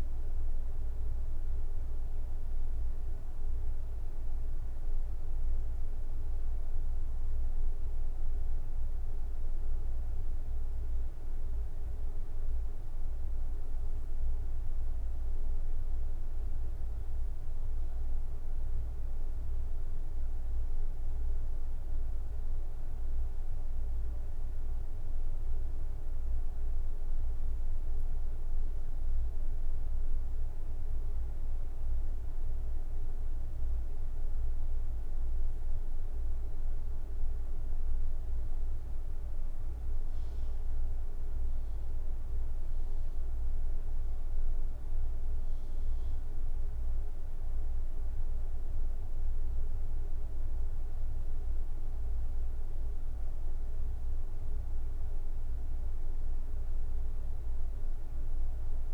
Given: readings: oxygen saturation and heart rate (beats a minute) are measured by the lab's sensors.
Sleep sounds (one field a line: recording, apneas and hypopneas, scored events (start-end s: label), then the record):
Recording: breathing in sleep, hard to hear, by a room microphone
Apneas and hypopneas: none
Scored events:
5.00-7.00 s: long interval between heartbeats (device-marked, heart rate 74 before, 75 extreme)
From the record:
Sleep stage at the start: N2 (light sleep)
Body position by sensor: on the right side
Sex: male